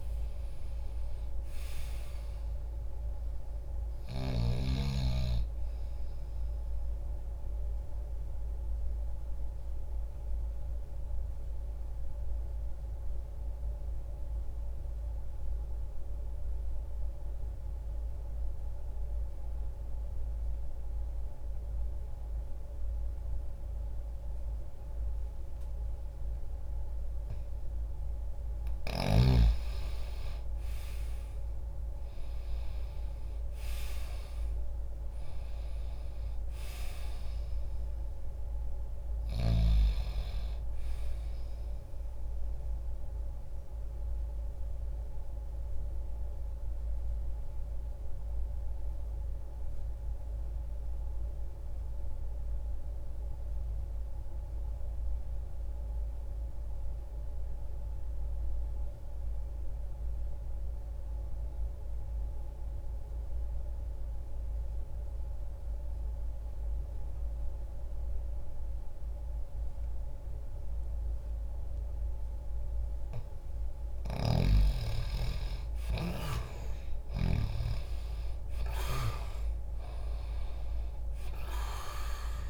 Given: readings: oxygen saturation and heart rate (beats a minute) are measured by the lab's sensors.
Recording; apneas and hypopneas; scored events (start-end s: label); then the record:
breathing in sleep by a room microphone; 2
0.00-2.50 s: arousal
7.50-27.50 s: obstructive apnea (oxygen 98% before, 84% lowest, heart rate 73 before, 60 extreme, up 10 after)
8.00-28.00 s: oxygen desaturation (device-marked, oxygen 98% before, 89% lowest, heart rate 72 before, 60 extreme)
29.50-34.00 s: arousal
33.00-63.00 s: oxygen desaturation (device-marked, oxygen 96% before, 84% lowest, heart rate 67 before, 60 extreme)
43.50-72.00 s: mixed apnea (oxygen 96% before, 84% lowest, heart rate 63 before, 60 extreme, up 10 after)
73.50-77.00 s: snoring (device-marked)
75.00-79.00 s: arousal
76.00-82.50 s: oxygen desaturation (device-marked, oxygen 98% before, 90% lowest, heart rate 61 before, 60 extreme)
From the record:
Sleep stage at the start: N2 (light sleep); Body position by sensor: on the left side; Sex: male